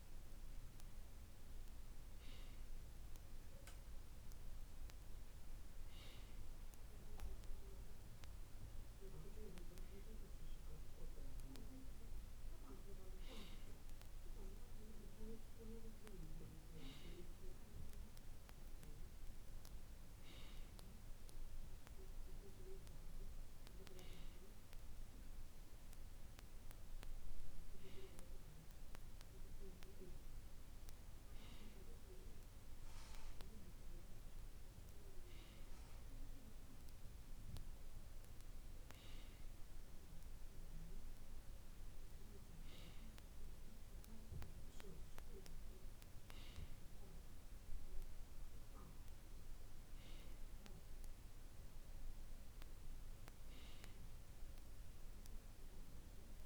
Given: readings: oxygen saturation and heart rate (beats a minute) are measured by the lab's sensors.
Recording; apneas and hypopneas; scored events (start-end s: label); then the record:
breathing in sleep by a room microphone; none
none scored
From the record:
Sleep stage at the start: N2 (light sleep); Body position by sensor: on the right side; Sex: male